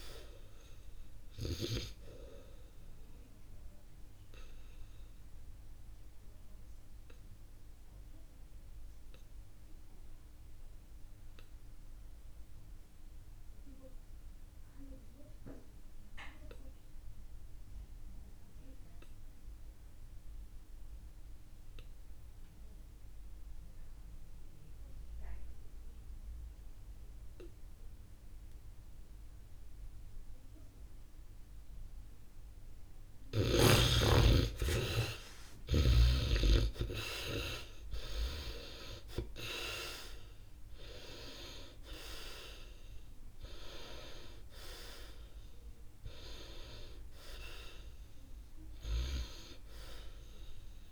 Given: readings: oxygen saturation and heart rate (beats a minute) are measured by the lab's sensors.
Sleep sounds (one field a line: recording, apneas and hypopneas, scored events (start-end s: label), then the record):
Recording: breathing in sleep by a room microphone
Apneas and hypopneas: 1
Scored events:
0.00-14.50 s: oxygen desaturation (device-marked, oxygen 77% lowest, heart rate 47 extreme)
6.00-33.00 s: obstructive apnea (oxygen 99% before, 68% lowest, heart rate 60 before, 47 extreme, up 6 after)
25.50-50.92 s: oxygen desaturation (device-marked, oxygen 99% before, 68% lowest, heart rate 66 before, 47 extreme)
34.00-38.50 s: arousal
From the record:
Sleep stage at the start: N2 (light sleep)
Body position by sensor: on the back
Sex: male